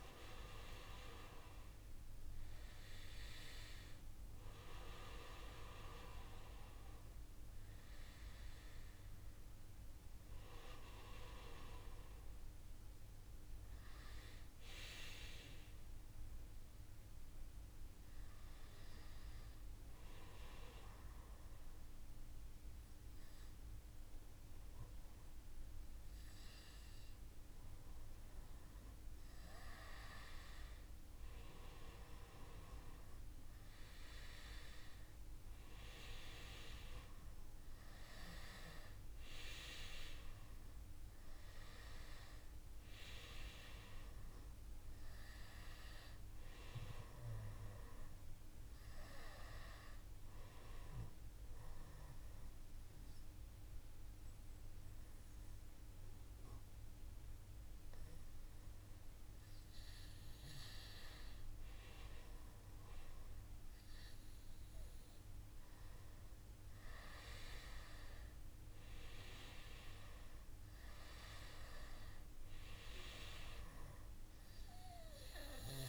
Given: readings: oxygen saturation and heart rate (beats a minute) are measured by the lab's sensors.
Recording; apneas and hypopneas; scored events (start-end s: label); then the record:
breathing in sleep by a room microphone; 2
18.50-29.50 s: hypopnea (oxygen 98% before, 94% lowest, heart rate 68 before, 59 extreme, up 1 after)
24.50-75.89 s: new sleep stage, N2 (light sleep)
31.50-37.50 s: arousal
50.50-60.50 s: obstructive apnea (oxygen 98% before, 94% lowest, heart rate 60 before, 57 extreme, up 0 after)
62.50-68.00 s: arousal
72.50-75.89 s: oxygen desaturation (device-marked, oxygen 97% before, 94% lowest, heart rate 59 before, 58 extreme)
From the record:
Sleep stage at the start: N1 (lightest sleep); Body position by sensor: on the back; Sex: male